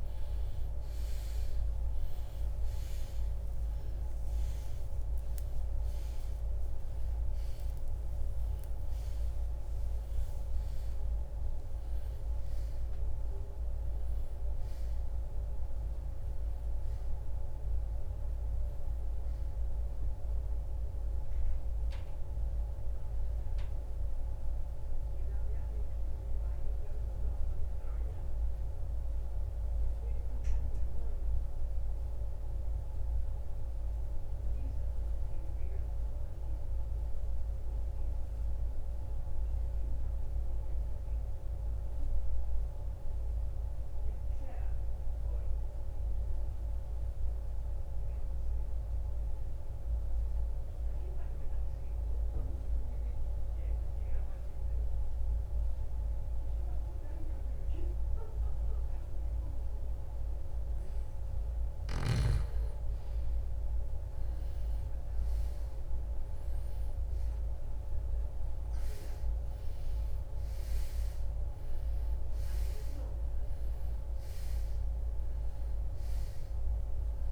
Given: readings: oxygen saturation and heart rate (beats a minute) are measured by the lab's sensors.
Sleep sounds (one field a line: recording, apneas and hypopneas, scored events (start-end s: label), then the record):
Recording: breathing in sleep, hard to hear, by a room microphone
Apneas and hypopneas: 1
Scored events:
2.00-47.00 s: oxygen desaturation (device-marked, oxygen 97% before, 80% lowest, heart rate 61 before, 53 extreme)
28.50-60.50 s: mixed apnea (oxygen 96% before, 80% lowest, heart rate 79 before, 53 extreme)
55.00-77.32 s: new sleep stage, N2 (light sleep)
62.00-68.00 s: arousal
74.00-77.32 s: oxygen desaturation (device-marked, oxygen 96% before, 82% lowest, heart rate 61 before, 45 extreme)
From the record:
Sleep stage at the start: REM sleep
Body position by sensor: on the right side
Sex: male